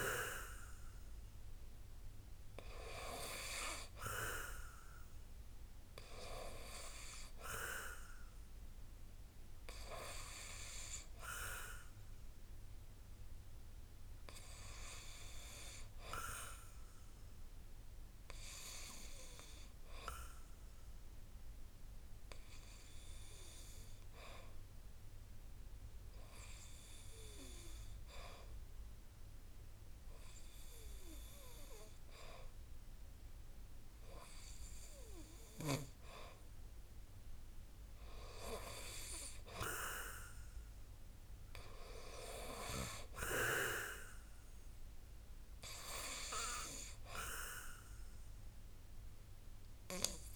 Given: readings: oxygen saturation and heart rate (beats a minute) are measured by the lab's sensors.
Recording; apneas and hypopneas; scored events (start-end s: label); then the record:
breathing in sleep by a room microphone; 1
0.00-21.50 s: oxygen desaturation (device-marked, oxygen 85% lowest, heart rate 58 extreme)
18.00-36.00 s: hypopnea (oxygen 91% before, 90% lowest, heart rate 62 before, 59 extreme, up 6 after)
37.50-42.00 s: arousal
37.50-50.36 s: oxygen desaturation (device-marked, oxygen 97% before, 90% lowest, heart rate 61 before, 58 extreme)
From the record:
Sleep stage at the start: N2 (light sleep); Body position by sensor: on the back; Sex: male